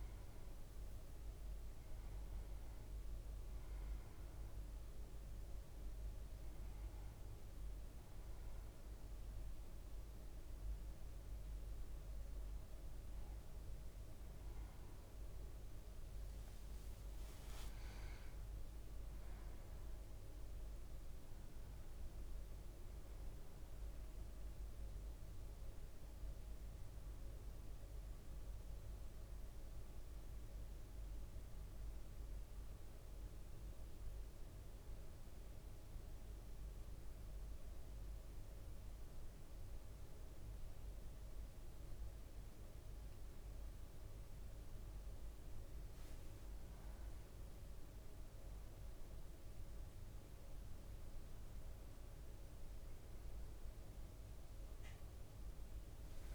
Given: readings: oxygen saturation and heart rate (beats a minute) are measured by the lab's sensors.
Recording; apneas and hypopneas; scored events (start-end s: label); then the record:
breathing in sleep, hard to hear, by a room microphone; 1
15.00-19.00 s: leg movement (device-marked)
18.00-23.00 s: arousal
28.00-45.50 s: mixed apnea (oxygen 99% before, 96% lowest, heart rate 56 before, 54 extreme, up 3 after)
45.50-47.00 s: leg movement (device-marked)
From the record:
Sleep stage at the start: N1 (lightest sleep); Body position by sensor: on the back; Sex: male